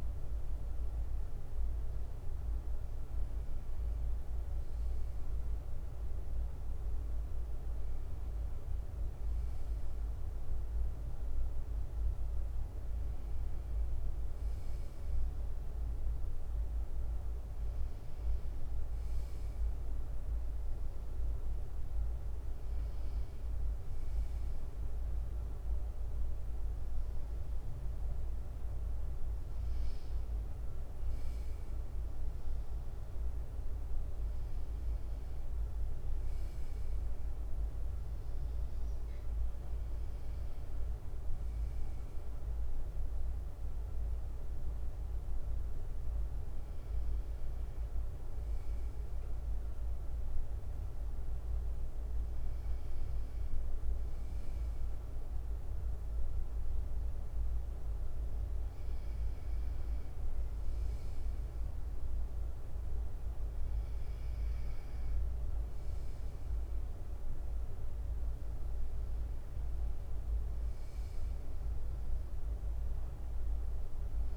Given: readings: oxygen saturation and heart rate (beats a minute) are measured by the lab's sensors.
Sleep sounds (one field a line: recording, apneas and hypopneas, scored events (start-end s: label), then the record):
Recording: breathing in sleep, hard to hear, by a room microphone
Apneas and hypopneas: none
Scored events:
0.00-19.00 s: bradycardia (device-marked, heart rate 57 extreme)
12.50-13.50 s: leg movement (device-marked)
33.00-74.37 s: new sleep stage, N2 (light sleep)
39.00-62.00 s: bradycardia (device-marked, heart rate 61 before, 56 extreme)
63.00-66.00 s: bradycardia (device-marked, heart rate 61 before, 59 extreme)
70.00-74.37 s: bradycardia (device-marked, heart rate 61 before, 59 extreme)
From the record:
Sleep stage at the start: N1 (lightest sleep)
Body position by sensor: on the right side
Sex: male